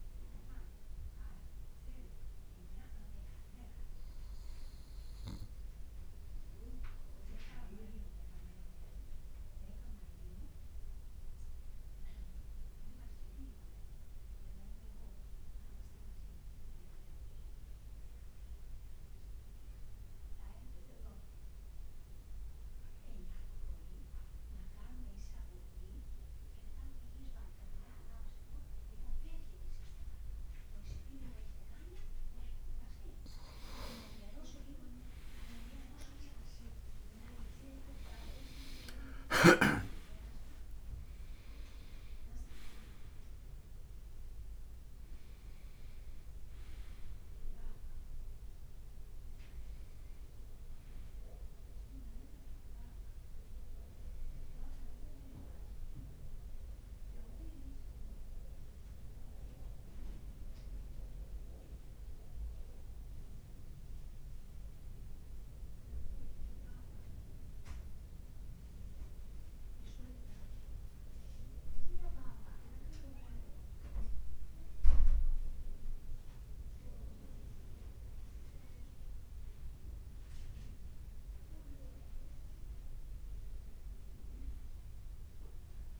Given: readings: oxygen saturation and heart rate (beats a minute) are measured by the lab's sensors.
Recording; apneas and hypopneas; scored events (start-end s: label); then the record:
breathing in sleep by a room microphone; 1
2.00-31.50 s: obstructive apnea (oxygen 97% before, 94% lowest, heart rate 57 before, 49 extreme, up 11 after)
18.50-20.50 s: long interval between heartbeats (device-marked, heart rate 55 before, 54 extreme)
34.00-38.50 s: arousal
35.50-45.00 s: leg movement (device-marked)
51.50-81.50 s: new sleep stage, N1 (lightest sleep)
56.00-60.50 s: leg movement (device-marked)
81.50-83.50 s: long interval between heartbeats (device-marked, heart rate 57 before, 57 extreme)
81.50-86.00 s: new sleep stage, N2 (light sleep)
From the record:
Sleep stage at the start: N2 (light sleep); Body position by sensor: on the right side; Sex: male